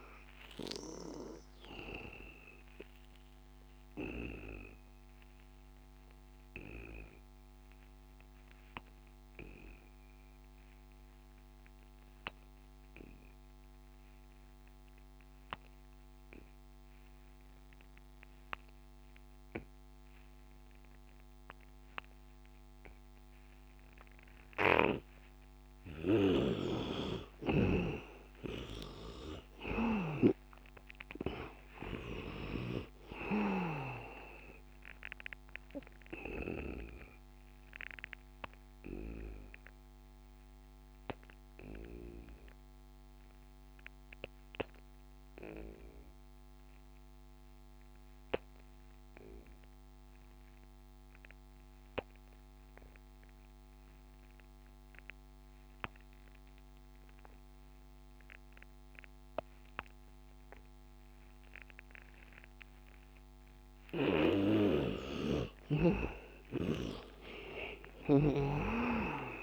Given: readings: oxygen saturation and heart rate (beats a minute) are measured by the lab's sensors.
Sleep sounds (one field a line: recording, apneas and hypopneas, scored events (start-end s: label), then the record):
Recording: breathing in sleep by a microphone on the trachea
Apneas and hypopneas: 2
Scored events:
0.00-16.00 s: oxygen desaturation (device-marked, oxygen 77% lowest, heart rate 82 extreme)
2.00-25.00 s: obstructive apnea (oxygen 99% before, 77% lowest, heart rate 89 before, 75 extreme, up 10 after)
24.50-28.00 s: snoring (device-marked)
27.00-30.50 s: arousal
27.00-51.00 s: oxygen desaturation (device-marked, oxygen 100% before, 80% lowest, heart rate 87 before, 74 extreme)
36.00-64.00 s: obstructive apnea (oxygen 100% before, 77% lowest, heart rate 87 before, 74 extreme, up 17 after)
53.00-69.43 s: oxygen desaturation (device-marked, oxygen 99% before, 77% lowest, heart rate 85 before, 74 extreme)
66.00-69.00 s: arousal
66.50-69.43 s: snoring (device-marked)
From the record:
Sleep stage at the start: N2 (light sleep)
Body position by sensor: on the back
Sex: male